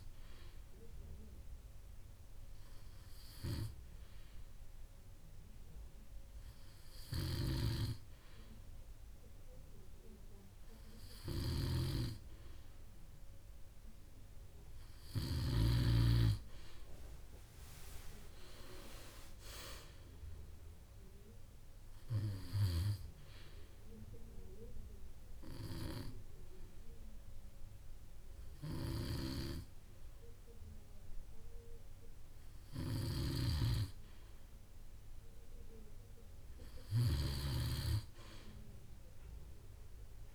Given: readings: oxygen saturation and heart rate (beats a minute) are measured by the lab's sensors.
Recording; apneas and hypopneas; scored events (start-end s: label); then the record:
breathing in sleep by a room microphone; none
34.00-40.35 s: snoring (device-marked)
From the record:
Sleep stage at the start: N2 (light sleep); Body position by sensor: on the back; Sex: male